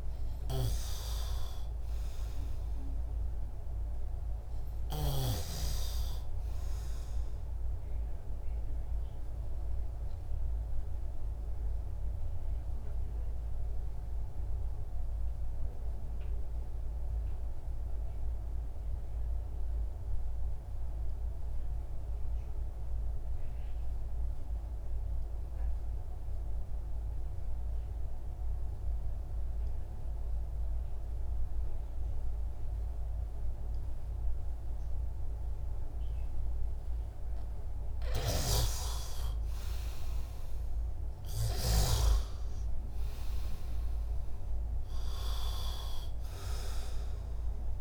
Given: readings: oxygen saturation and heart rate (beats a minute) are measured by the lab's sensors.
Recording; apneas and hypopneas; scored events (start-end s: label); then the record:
breathing in sleep by a room microphone; 1
0.00-20.50 s: oxygen desaturation (device-marked, oxygen 87% lowest, heart rate 62 extreme)
8.00-36.50 s: obstructive apnea (oxygen 99% before, 87% lowest, heart rate 64 before, 60 extreme, up 13 after)
37.50-47.81 s: oxygen desaturation (device-marked, oxygen 99% before, 88% lowest, heart rate 65 before, 60 extreme)
39.00-43.50 s: arousal
From the record:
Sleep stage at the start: N2 (light sleep); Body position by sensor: on the back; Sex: male